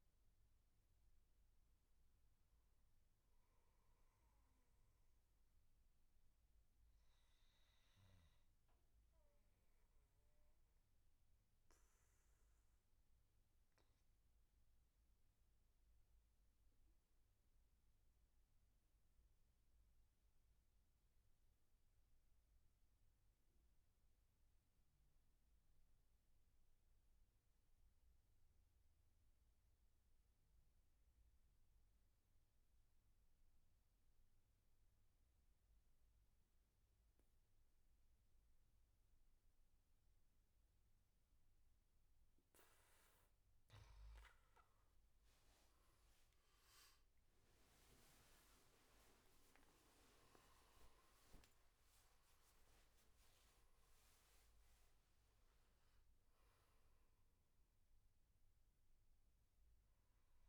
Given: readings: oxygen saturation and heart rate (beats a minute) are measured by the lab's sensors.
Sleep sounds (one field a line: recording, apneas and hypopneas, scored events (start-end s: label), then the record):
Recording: breathing in sleep, hard to hear, by a room microphone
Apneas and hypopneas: 1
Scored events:
0.00-16.00 s: oxygen desaturation (device-marked, oxygen 92% lowest, heart rate 64 extreme)
9.00-41.50 s: obstructive apnea (oxygen 98% before, 89% lowest, heart rate 77 before, 67 extreme, up 20 after)
34.00-60.49 s: oxygen desaturation (device-marked, oxygen 98% before, 89% lowest, heart rate 72 before, 67 extreme)
45.00-50.00 s: arousal
From the record:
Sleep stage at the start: N2 (light sleep)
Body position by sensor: on the back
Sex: male